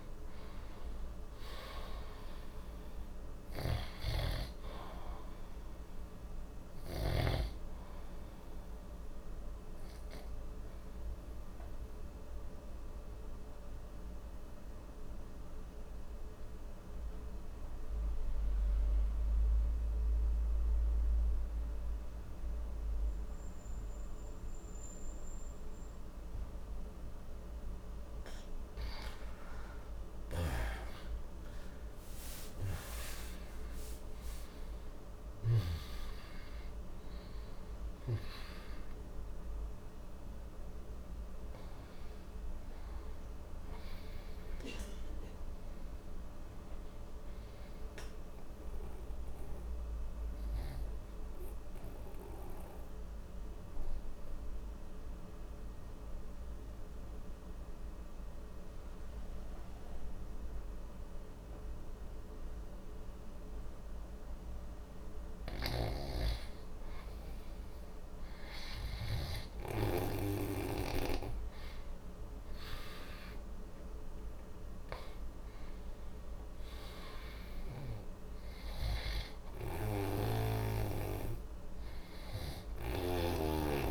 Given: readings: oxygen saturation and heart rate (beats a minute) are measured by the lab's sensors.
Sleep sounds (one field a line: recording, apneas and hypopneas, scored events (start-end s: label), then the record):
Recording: breathing in sleep by a room microphone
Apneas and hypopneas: 2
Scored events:
0.00-23.50 s: oxygen desaturation (device-marked, oxygen 90% lowest, heart rate 54 extreme)
3.50-7.50 s: snoring (device-marked)
9.00-28.50 s: obstructive apnea (oxygen 97% before, 90% lowest, heart rate 76 before, 54 extreme, up 2 after)
30.00-35.50 s: snoring (device-marked)
31.00-36.00 s: arousal
35.50-60.50 s: oxygen desaturation (device-marked, oxygen 97% before, 91% lowest, heart rate 60 before, 60 extreme)
48.00-63.50 s: obstructive apnea (oxygen 97% before, 91% lowest, heart rate 65 before, 60 extreme, up 0 after)
65.50-70.00 s: snoring (device-marked)
68.00-73.00 s: arousal
74.50-83.91 s: oxygen desaturation (device-marked, oxygen 97% before, 91% lowest, heart rate 61 before, 62 extreme)
79.50-83.91 s: snoring (device-marked)
From the record:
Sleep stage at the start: N2 (light sleep)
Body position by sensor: on the right side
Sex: male